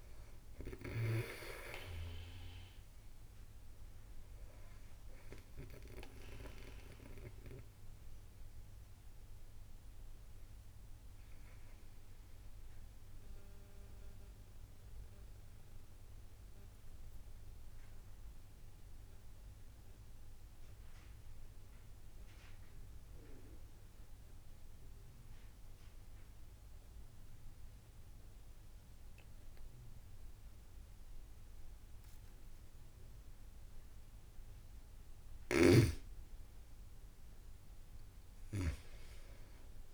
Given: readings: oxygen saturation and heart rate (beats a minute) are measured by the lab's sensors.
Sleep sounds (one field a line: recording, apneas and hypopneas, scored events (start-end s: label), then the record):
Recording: breathing in sleep by a room microphone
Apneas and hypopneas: 1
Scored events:
0.00-25.50 s: oxygen desaturation (device-marked, oxygen 92% lowest)
11.50-34.00 s: mixed apnea (oxygen 95% before, 90% lowest)
38.00-39.94 s: arousal
From the record:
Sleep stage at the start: N2 (light sleep)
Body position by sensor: on the back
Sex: female